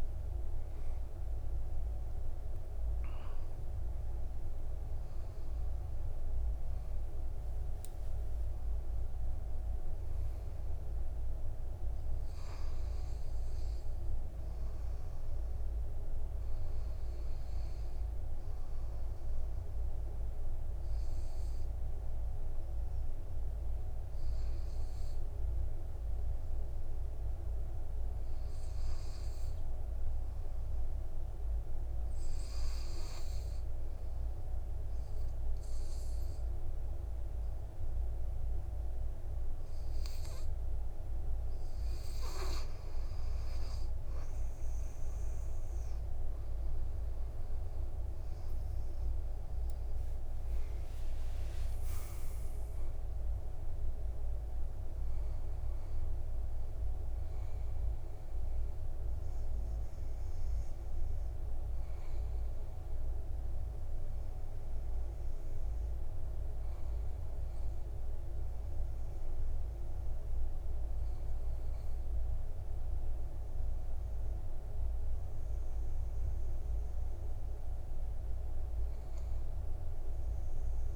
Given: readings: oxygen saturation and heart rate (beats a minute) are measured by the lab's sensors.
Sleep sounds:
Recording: breathing in sleep, hard to hear, by a room microphone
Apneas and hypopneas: 1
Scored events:
0.00-2.00 s: arousal
32.50-43.50 s: hypopnea (oxygen 99% before, 94% lowest, heart rate 59 before, 55 extreme, up 4 after)
40.50-67.50 s: oxygen desaturation (device-marked, oxygen 100% before, 94% lowest, heart rate 59 before, 55 extreme)
50.50-55.00 s: arousal
52.50-54.50 s: long interval between heartbeats (device-marked, heart rate 62 before, 75 extreme)
From the record:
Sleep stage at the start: REM sleep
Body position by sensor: on the back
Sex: male

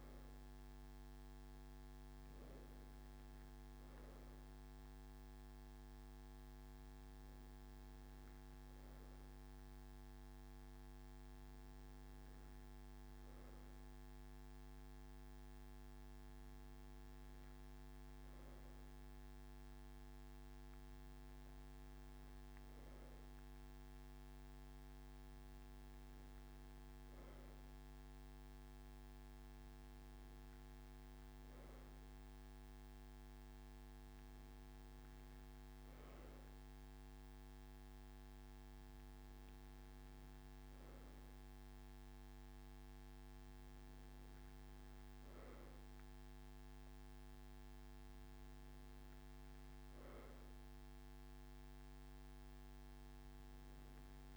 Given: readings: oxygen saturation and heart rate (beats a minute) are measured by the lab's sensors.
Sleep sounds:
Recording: breathing in sleep, hard to hear, by a microphone on the trachea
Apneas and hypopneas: none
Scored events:
none scored
From the record:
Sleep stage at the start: N2 (light sleep)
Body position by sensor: on the right side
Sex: male

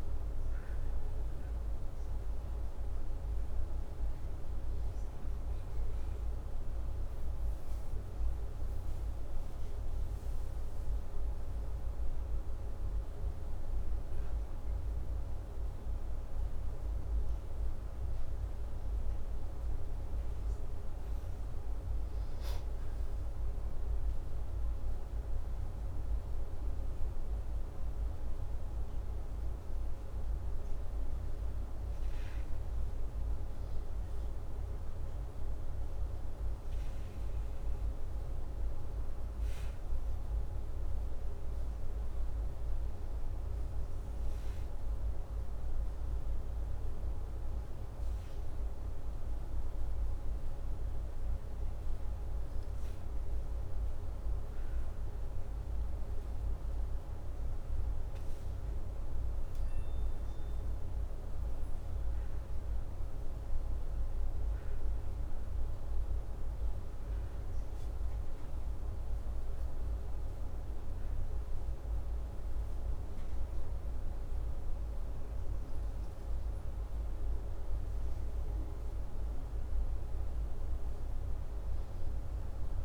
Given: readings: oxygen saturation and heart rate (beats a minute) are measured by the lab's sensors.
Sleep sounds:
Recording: breathing in sleep, hard to hear, by a room microphone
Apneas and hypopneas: none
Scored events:
none scored
From the record:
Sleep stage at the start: N2 (light sleep)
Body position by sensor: upright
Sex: male

